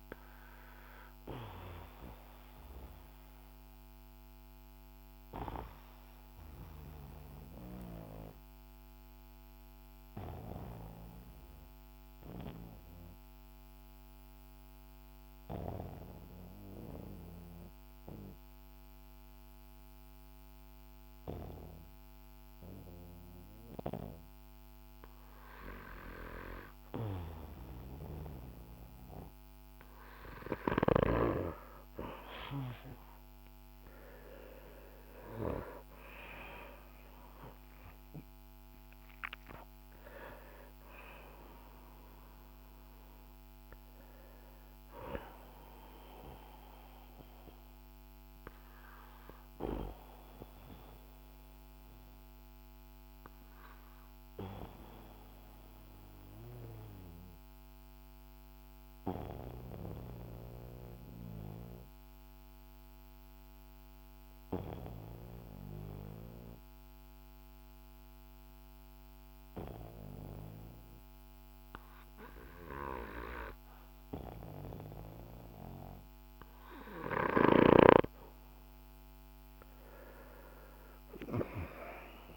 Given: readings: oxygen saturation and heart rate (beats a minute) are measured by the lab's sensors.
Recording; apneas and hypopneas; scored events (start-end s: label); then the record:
breathing in sleep by a microphone on the trachea; 2
0.00-19.00 s: oxygen desaturation (device-marked, oxygen 90% lowest, heart rate 48 extreme)
0.50-29.00 s: obstructive apnea (oxygen 97% before, 90% lowest, heart rate 58 before, 48 extreme, up 9 after)
32.00-37.00 s: arousal
34.00-50.00 s: oxygen desaturation (device-marked, oxygen 97% before, 93% lowest, heart rate 53 before, 48 extreme)
45.50-77.50 s: obstructive apnea (oxygen 97% before, 89% lowest, heart rate 58 before, 44 extreme, up 10 after)
52.00-69.00 s: oxygen desaturation (device-marked, oxygen 94% before, 91% lowest, heart rate 59 before, 48 extreme)
79.50-82.37 s: arousal
From the record:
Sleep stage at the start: N2 (light sleep); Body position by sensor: on the back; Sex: male